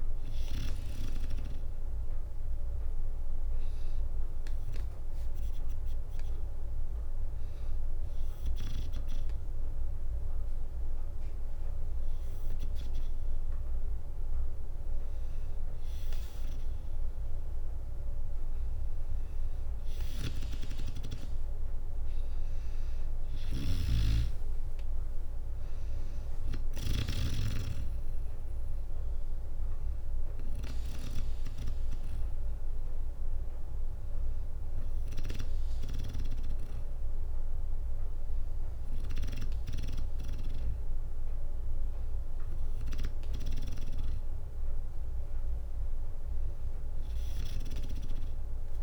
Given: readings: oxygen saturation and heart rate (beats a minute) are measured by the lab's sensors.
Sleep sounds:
breathing in sleep by a room microphone; 2
0.00-4.00 s: drop in pulse transit time (device-marked, heart rate 61 extreme)
2.00-12.50 s: hypopnea (oxygen 97% before, 93% lowest, heart rate 61 before, 59 extreme, up 1 after)
15.00-18.00 s: arousal
22.00-35.00 s: drop in pulse transit time (device-marked, heart rate 61 before, 59 extreme)
22.50-26.00 s: snoring (device-marked)
23.00-42.00 s: oxygen desaturation (device-marked, oxygen 96% before, 93% lowest, heart rate 61 before, 58 extreme)
31.00-43.00 s: bradycardia (device-marked, heart rate 66 before, 58 extreme)
32.00-43.50 s: hypopnea (oxygen 96% before, 94% lowest, heart rate 62 before, 58 extreme, up 5 after)
45.00-47.50 s: arousal
From the record:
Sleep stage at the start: N2 (light sleep); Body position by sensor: on the back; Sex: female

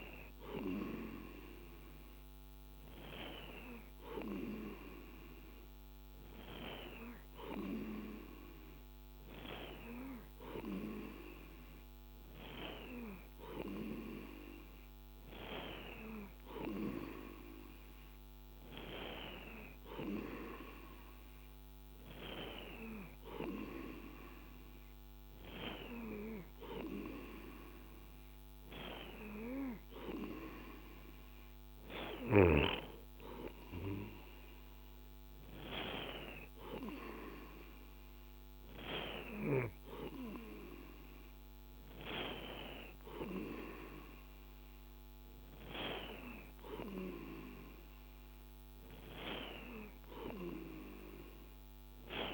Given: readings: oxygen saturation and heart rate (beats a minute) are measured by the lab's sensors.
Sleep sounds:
breathing in sleep by a microphone on the trachea; none
none scored
From the record:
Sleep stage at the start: N2 (light sleep); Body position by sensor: on the right side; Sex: male

